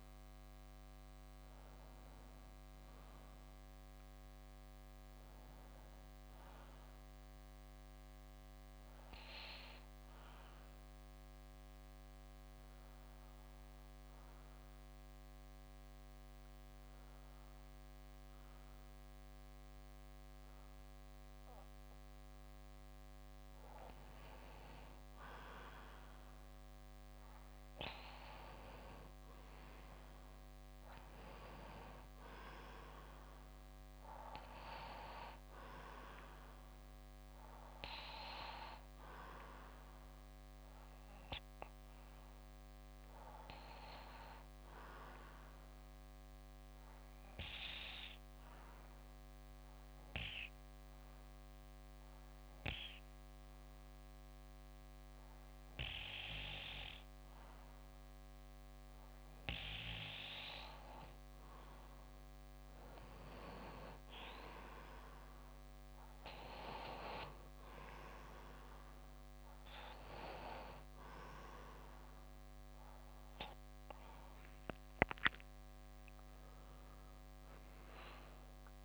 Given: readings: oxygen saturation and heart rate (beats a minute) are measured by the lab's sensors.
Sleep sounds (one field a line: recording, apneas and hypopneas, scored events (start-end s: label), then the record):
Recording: breathing in sleep by a microphone on the trachea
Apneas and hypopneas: 2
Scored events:
0.00-21.50 s: bradycardia (device-marked, heart rate 57 extreme)
4.50-23.00 s: obstructive apnea (oxygen 93% before, 92% lowest, heart rate 64 before, 57 extreme, up 2 after)
25.50-28.00 s: arousal
32.50-61.50 s: bradycardia (device-marked, heart rate 60 before, 56 extreme)
44.50-60.50 s: obstructive apnea (oxygen 97% before, 93% lowest, heart rate 59 before, 56 extreme, up 7 after)
55.50-68.50 s: oxygen desaturation (device-marked, oxygen 97% before, 93% lowest, heart rate 58 before, 57 extreme)
68.50-72.50 s: arousal
From the record:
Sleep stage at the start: N2 (light sleep)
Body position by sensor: on the back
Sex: male